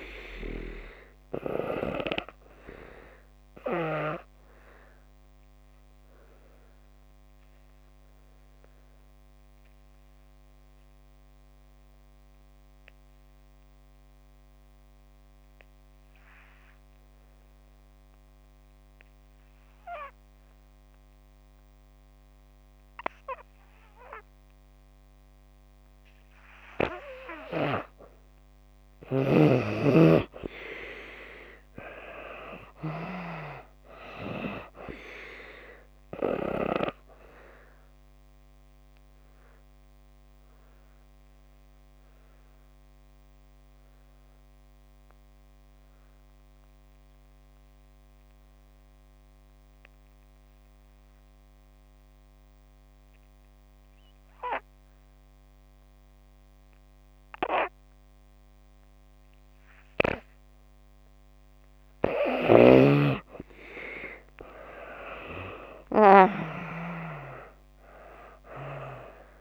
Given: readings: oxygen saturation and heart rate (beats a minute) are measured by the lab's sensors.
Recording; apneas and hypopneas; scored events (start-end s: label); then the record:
breathing in sleep by a microphone on the trachea; 2
0.00-23.50 s: oxygen desaturation (device-marked, oxygen 71% lowest)
2.50-26.00 s: obstructive apnea (oxygen 95% before, 71% lowest)
28.50-32.00 s: arousal
28.50-58.50 s: oxygen desaturation (device-marked, oxygen 95% before, 71% lowest)
37.00-60.50 s: obstructive apnea (oxygen 95% before, 70% lowest)
60.50-69.41 s: oxygen desaturation (device-marked, oxygen 94% before, 70% lowest)
63.00-66.00 s: arousal
From the record:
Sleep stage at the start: N2 (light sleep); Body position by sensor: on the back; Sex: female